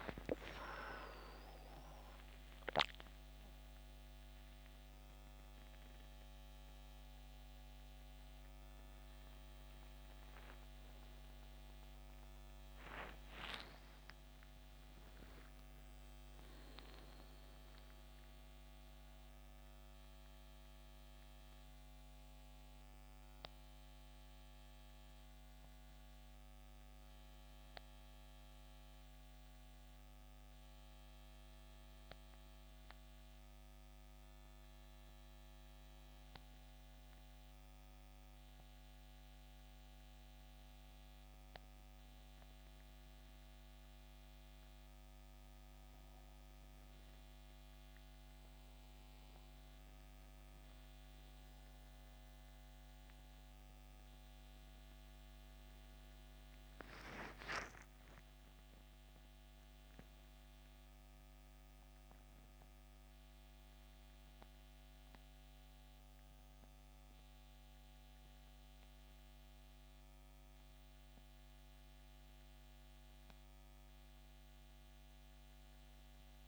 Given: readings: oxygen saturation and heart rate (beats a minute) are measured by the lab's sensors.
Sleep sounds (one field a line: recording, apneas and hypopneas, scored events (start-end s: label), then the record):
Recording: a person partly awake in a sleep study, by a microphone on the trachea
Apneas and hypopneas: 1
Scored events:
0.50-17.50 s: oxygen desaturation (device-marked, oxygen 94% before, 89% lowest, heart rate 75 before, 69 extreme)
28.50-58.50 s: new sleep stage, N1 (lightest sleep)
38.50-49.50 s: hypopnea (oxygen 92% before, 86% lowest, heart rate 72 before, 68 extreme, up 10 after)
48.50-71.50 s: oxygen desaturation (device-marked, oxygen 94% before, 86% lowest, heart rate 69 before, 69 extreme)
52.00-56.50 s: arousal
58.50-76.48 s: new sleep stage, N2 (light sleep)
From the record:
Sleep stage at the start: awake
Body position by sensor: on the back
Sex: male